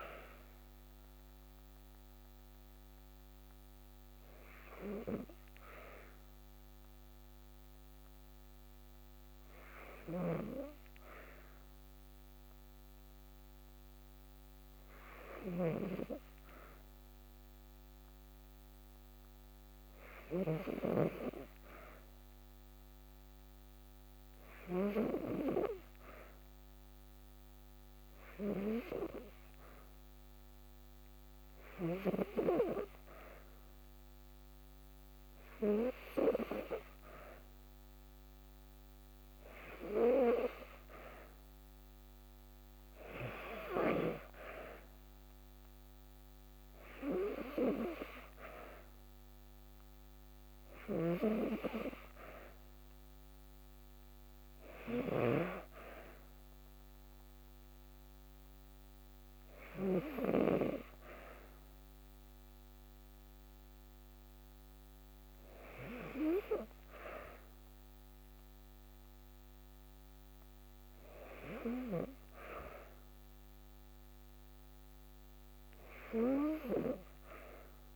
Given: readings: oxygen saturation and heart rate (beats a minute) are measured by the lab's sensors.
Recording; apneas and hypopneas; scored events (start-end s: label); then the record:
breathing in sleep by a microphone on the trachea; 1
1.50-15.00 s: hypopnea (oxygen 97% before, 93% lowest, heart rate 54 before, 53 extreme, up 1 after)
16.50-19.50 s: arousal
54.50-60.00 s: snoring (device-marked)
From the record:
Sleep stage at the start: N2 (light sleep); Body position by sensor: on the back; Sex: female